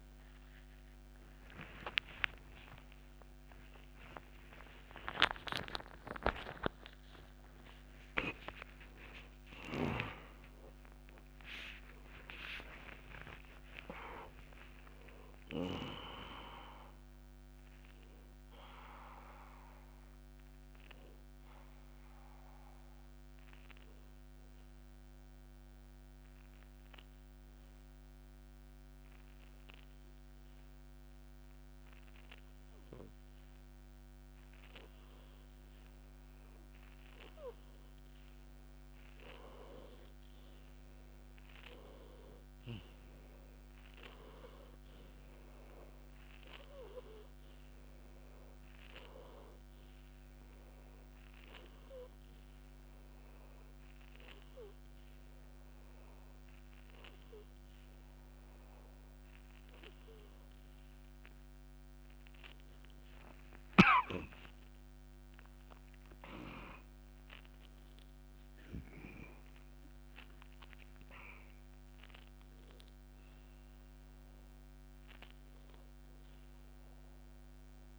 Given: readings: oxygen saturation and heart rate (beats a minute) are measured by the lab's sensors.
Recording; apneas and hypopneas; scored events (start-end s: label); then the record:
a person partly awake in a sleep study, by a microphone on the trachea; 1
0.00-8.00 s: oxygen desaturation (device-marked, oxygen 91% lowest, heart rate 64 extreme)
17.00-77.99 s: new sleep stage, N2 (light sleep)
21.00-32.00 s: oxygen desaturation (device-marked, oxygen 96% before, 92% lowest, heart rate 119 before, 62 extreme)
24.00-34.50 s: obstructive apnea (oxygen 97% before, 92% lowest, heart rate 110 before, 62 extreme, up 0 after)
41.50-44.50 s: arousal
46.00-66.00 s: oxygen desaturation (device-marked, oxygen 98% before, 93% lowest, heart rate 64 before, 64 extreme)
66.00-71.00 s: arousal
From the record:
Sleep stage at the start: awake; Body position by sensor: on the back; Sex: male